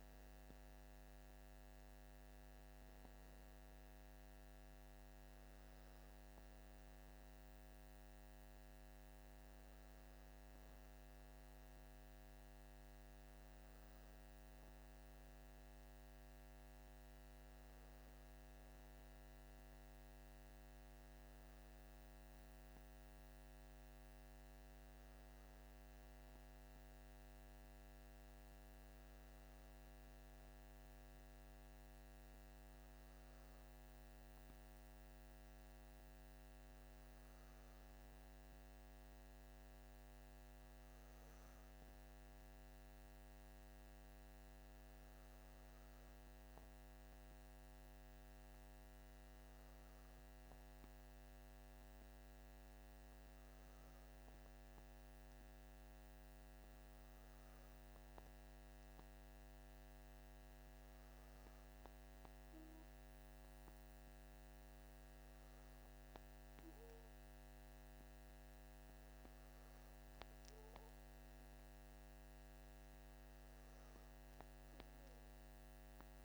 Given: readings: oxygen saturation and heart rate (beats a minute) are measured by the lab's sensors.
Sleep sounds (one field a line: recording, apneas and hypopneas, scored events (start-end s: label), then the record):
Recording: breathing in sleep, hard to hear, by a microphone on the trachea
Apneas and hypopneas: none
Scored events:
none scored
From the record:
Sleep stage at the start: N2 (light sleep)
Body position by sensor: on the back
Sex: male